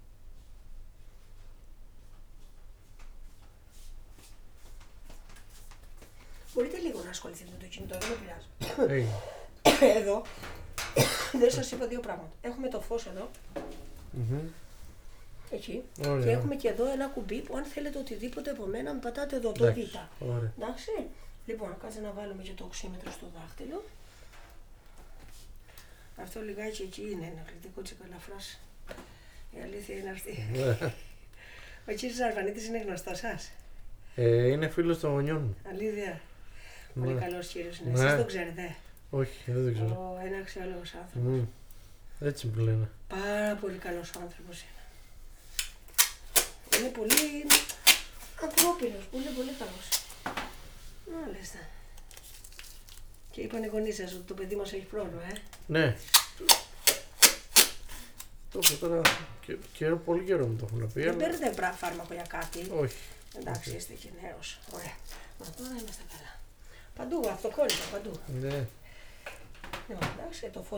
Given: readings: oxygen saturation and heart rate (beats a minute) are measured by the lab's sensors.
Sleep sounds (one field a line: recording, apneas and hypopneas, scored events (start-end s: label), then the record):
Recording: a person awake in a sleep study, by a room microphone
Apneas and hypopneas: none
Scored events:
14.50-20.50 s: snoring (device-marked)
31.00-38.00 s: snoring (device-marked)
56.00-59.50 s: snoring (device-marked)
From the record:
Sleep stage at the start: awake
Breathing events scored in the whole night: 145 in 4.9 hours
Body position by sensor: on the back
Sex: male